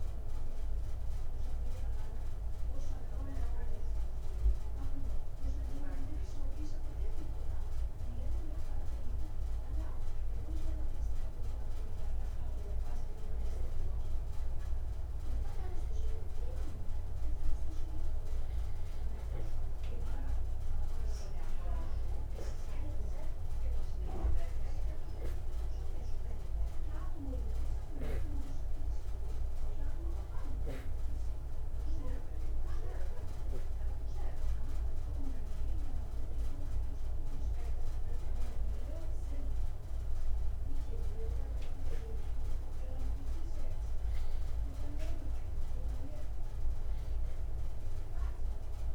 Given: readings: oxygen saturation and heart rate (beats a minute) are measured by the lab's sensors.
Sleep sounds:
breathing in sleep by a room microphone; 1
0.50-10.50 s: oxygen desaturation (device-marked, oxygen 93% before, 85% lowest, heart rate 121 before, 62 extreme)
22.50-25.00 s: arousal
25.50-48.95 s: oxygen desaturation (device-marked, oxygen 97% before, 93% lowest, heart rate 79 before, 62 extreme)
29.50-40.00 s: hypopnea (oxygen 99% before, 84% lowest, heart rate 74 before, 62 extreme, up 1 after)
43.00-46.50 s: arousal
From the record:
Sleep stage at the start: N2 (light sleep); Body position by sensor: on the back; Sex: male

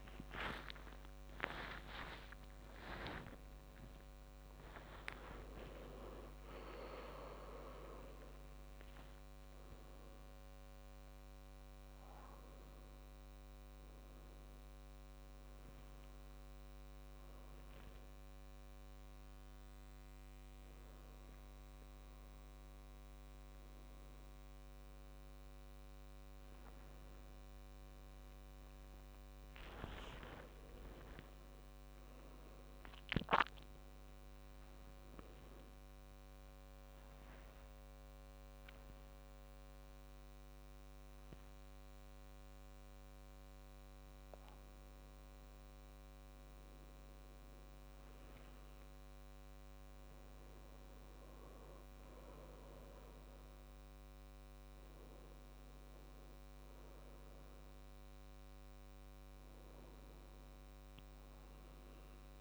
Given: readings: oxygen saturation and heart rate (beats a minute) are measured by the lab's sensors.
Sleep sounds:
a person awake in a sleep study, by a microphone on the trachea; 1
33.50-49.50 s: oxygen desaturation (device-marked, oxygen 98% before, 94% lowest, heart rate 78 before, 73 extreme)
33.50-62.41 s: new sleep stage, N2 (light sleep)
36.50-46.50 s: obstructive apnea (oxygen 98% before, 92% lowest, heart rate 78 before, 73 extreme, up 3 after)
51.00-54.50 s: arousal
56.50-62.41 s: oxygen desaturation (device-marked, oxygen 96% before, 92% lowest, heart rate 76 before, 74 extreme)
From the record:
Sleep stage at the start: awake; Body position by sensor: on the back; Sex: male

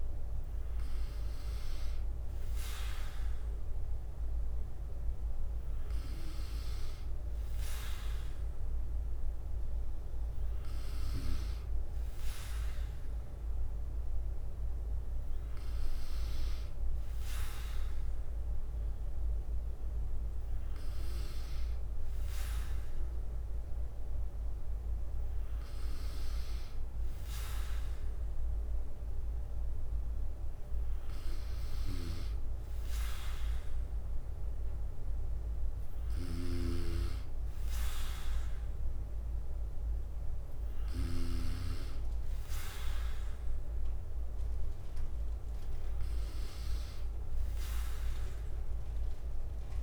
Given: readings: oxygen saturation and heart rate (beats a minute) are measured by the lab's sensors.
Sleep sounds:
breathing in sleep by a room microphone; none
none scored
From the record:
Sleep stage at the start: N3 (deep sleep); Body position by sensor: on the back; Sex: male

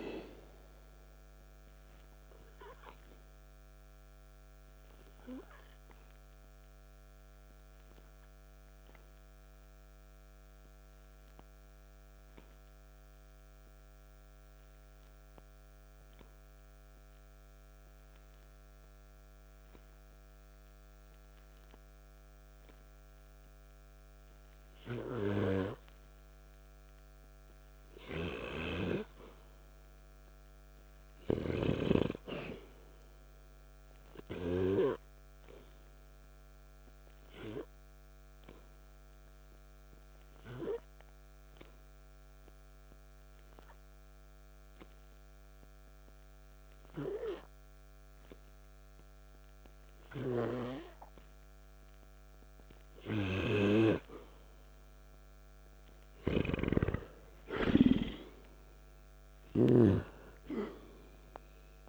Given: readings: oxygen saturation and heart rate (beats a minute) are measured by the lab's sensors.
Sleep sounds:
breathing in sleep by a microphone on the trachea; 2
3.00-26.50 s: obstructive apnea (oxygen 95% before, 86% lowest, heart rate 55 before, 53 extreme)
14.50-29.50 s: oxygen desaturation (device-marked, oxygen 94% before, 88% lowest, heart rate 57 before, 53 extreme)
30.00-34.00 s: arousal
37.50-56.00 s: obstructive apnea (oxygen 97% before, 86% lowest, heart rate 55 before, 54 extreme, up 6 after)
39.50-59.50 s: oxygen desaturation (device-marked, oxygen 97% before, 86% lowest, heart rate 54 before, 54 extreme)
58.00-61.89 s: arousal
From the record:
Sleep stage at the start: N2 (light sleep); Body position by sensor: on the back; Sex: male

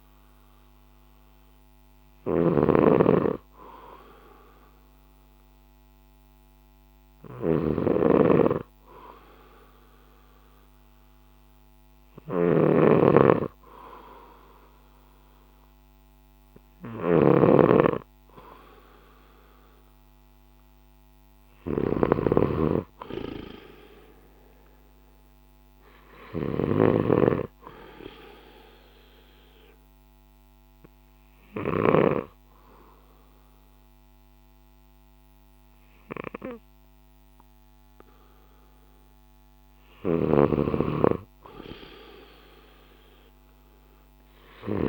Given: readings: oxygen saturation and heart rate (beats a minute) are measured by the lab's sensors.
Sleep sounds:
breathing in sleep by a microphone on the trachea; 1
0.00-11.50 s: oxygen desaturation (device-marked, oxygen 91% lowest, heart rate 58 extreme)
0.00-32.00 s: snoring (device-marked)
28.50-40.50 s: obstructive apnea (oxygen 94% before, 91% lowest, heart rate 60 before, 57 extreme, up 1 after)
39.50-44.88 s: snoring (device-marked)
42.50-44.88 s: arousal
From the record:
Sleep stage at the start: N2 (light sleep); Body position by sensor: on the left side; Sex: male

